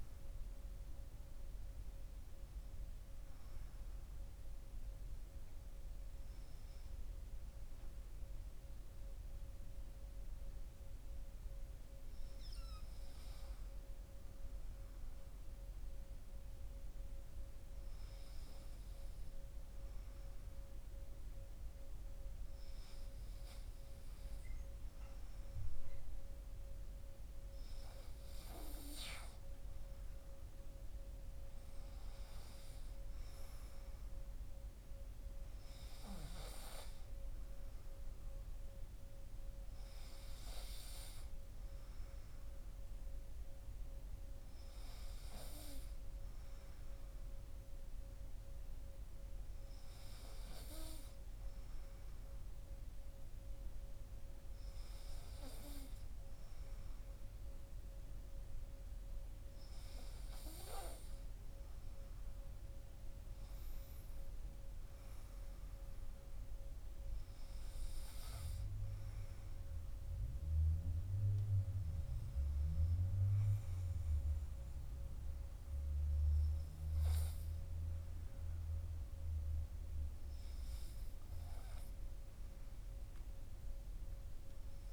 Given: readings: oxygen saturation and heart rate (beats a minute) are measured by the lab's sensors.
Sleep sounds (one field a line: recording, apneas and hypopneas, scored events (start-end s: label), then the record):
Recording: breathing in sleep by a room microphone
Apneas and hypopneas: 1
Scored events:
15.00-27.50 s: hypopnea (oxygen 97% before, 94% lowest, heart rate 59 before, 52 extreme, up 15 after)
29.50-33.50 s: arousal
From the record:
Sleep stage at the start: N2 (light sleep)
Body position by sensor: on the right side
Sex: male